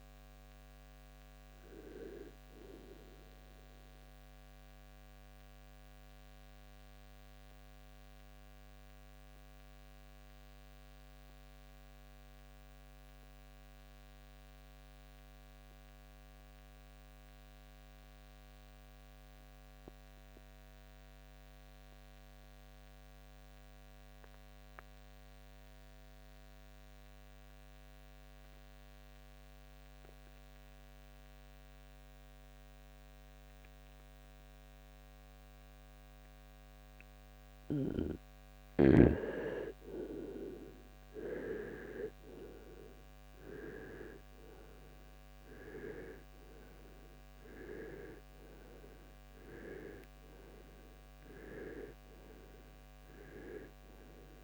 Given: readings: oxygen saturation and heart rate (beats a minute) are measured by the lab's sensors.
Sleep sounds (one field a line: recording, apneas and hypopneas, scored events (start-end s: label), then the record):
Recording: breathing in sleep by a microphone on the trachea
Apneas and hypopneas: 1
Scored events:
0.00-1.50 s: arousal
3.00-36.50 s: mixed apnea (oxygen 96% before, 83% lowest, heart rate 77 before, 46 extreme, up 14 after)
4.50-21.50 s: oxygen desaturation (device-marked, oxygen 94% before, 83% lowest, heart rate 77 before, 46 extreme)
39.50-44.50 s: arousal
40.50-54.44 s: new sleep stage, REM sleep
From the record:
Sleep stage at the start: N2 (light sleep)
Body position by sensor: on the right side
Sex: male